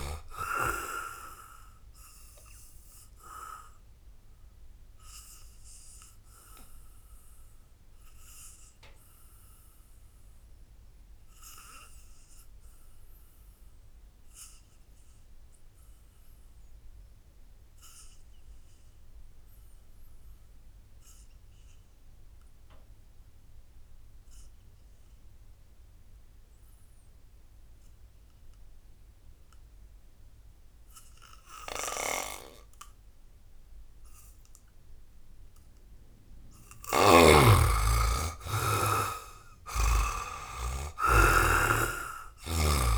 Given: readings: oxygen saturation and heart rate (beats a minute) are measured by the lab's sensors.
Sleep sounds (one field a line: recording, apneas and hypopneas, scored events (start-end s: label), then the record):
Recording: breathing in sleep by a room microphone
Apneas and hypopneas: 1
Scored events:
0.00-15.00 s: oxygen desaturation (device-marked, oxygen 70% lowest, heart rate 59 extreme)
1.00-34.50 s: obstructive apnea (oxygen 98% before, 70% lowest, heart rate 67 before, 62 extreme, up 14 after)
24.00-42.97 s: oxygen desaturation (device-marked, oxygen 99% before, 70% lowest, heart rate 80 before, 59 extreme)
35.50-39.50 s: arousal
From the record:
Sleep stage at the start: N2 (light sleep)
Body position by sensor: on the back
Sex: male